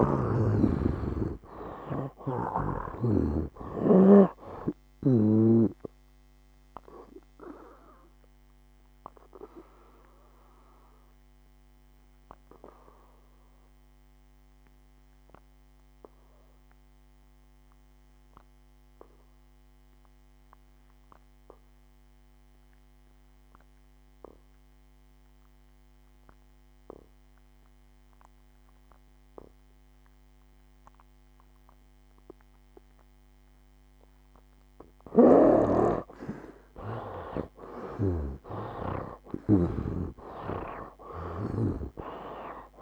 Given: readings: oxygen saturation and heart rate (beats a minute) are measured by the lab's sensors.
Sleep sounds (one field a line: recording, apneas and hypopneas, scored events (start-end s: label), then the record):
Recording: breathing in sleep by a microphone on the trachea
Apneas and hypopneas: 1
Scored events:
0.00-2.50 s: arousal
0.00-33.00 s: oxygen desaturation (device-marked, oxygen 68% lowest, heart rate 58 extreme)
7.00-34.00 s: obstructive apnea (oxygen 96% before, 68% lowest, heart rate 67 before, 57 extreme, up 15 after)
35.00-42.82 s: oxygen desaturation (device-marked, oxygen 96% before, 69% lowest, heart rate 61 before, 57 extreme)
37.50-41.00 s: arousal
38.00-42.00 s: snoring (device-marked)
From the record:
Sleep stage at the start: N2 (light sleep)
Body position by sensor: on the back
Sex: male